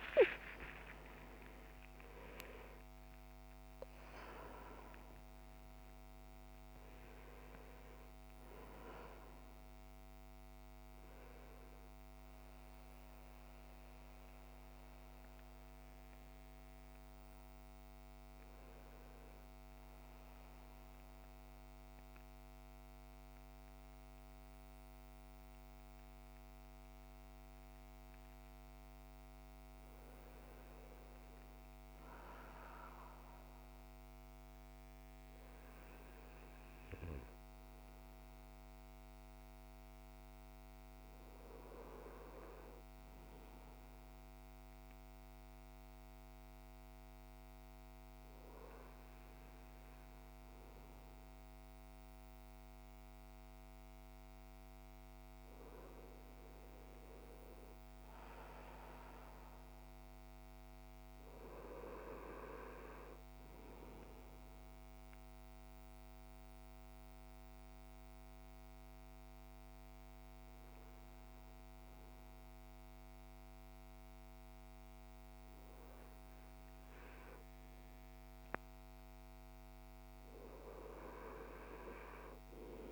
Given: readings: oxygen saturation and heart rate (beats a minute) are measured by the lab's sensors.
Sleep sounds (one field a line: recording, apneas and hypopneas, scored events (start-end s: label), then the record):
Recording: a person partly awake in a sleep study, by a microphone on the trachea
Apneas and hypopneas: 2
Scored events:
0.00-24.00 s: oxygen desaturation (device-marked, oxygen 80% lowest, heart rate 55 extreme)
19.50-29.50 s: central apnea (oxygen 91% before, 80% lowest, heart rate 86 before, 55 extreme, up 8 after)
21.00-82.92 s: new sleep stage, N2 (light sleep)
31.00-34.50 s: arousal
39.00-47.00 s: oxygen desaturation (device-marked, oxygen 99% before, 92% lowest, heart rate 59 before, 54 extreme)
58.00-61.00 s: arousal
63.00-75.50 s: obstructive apnea (oxygen 98% before, 92% lowest, heart rate 58 before, 54 extreme, up 7 after)
78.00-81.50 s: arousal
From the record:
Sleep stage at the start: awake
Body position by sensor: upright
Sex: male